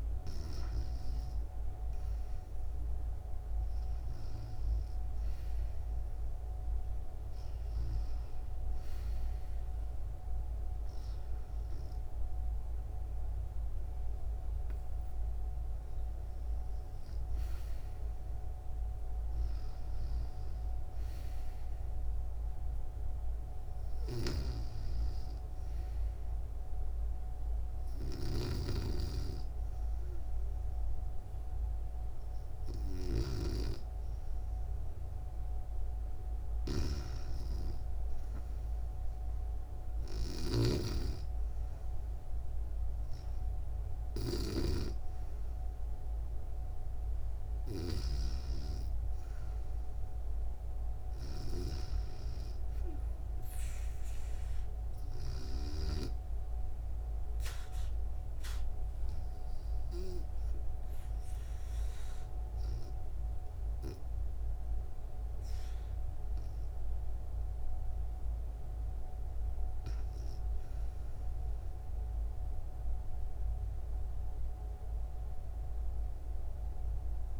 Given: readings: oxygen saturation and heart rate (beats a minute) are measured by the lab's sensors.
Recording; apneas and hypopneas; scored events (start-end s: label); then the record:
breathing in sleep by a room microphone; 1
27.50-32.50 s: snoring (device-marked)
39.50-44.00 s: snoring (device-marked)
47.50-51.00 s: arousal
56.00-69.00 s: obstructive apnea (oxygen 96% before, 91% lowest, heart rate 72 before, 63 extreme)
71.00-74.00 s: arousal
From the record:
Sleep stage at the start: REM sleep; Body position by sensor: on the back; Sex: female